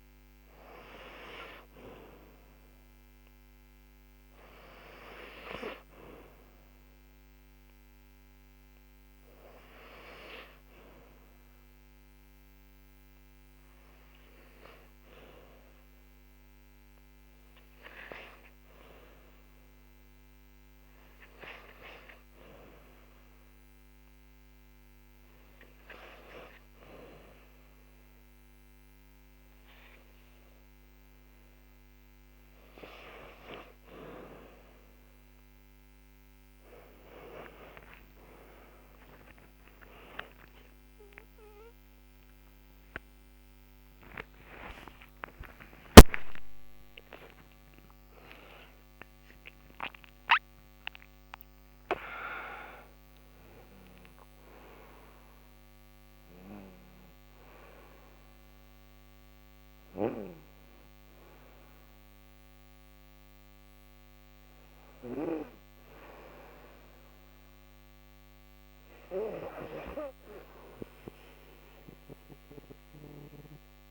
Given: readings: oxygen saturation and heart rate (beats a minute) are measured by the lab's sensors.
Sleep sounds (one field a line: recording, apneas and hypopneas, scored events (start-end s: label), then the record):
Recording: breathing in sleep by a microphone on the trachea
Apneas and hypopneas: 1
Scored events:
12.50-32.50 s: hypopnea (oxygen 98% before, 94% lowest, heart rate 73 before, 54 extreme, up 31 after)
14.50-22.50 s: oxygen desaturation (device-marked, oxygen 98% before, 94% lowest, heart rate 72 before, 67 extreme)
33.50-36.50 s: arousal
From the record:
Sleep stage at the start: N2 (light sleep)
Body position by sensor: on the back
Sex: female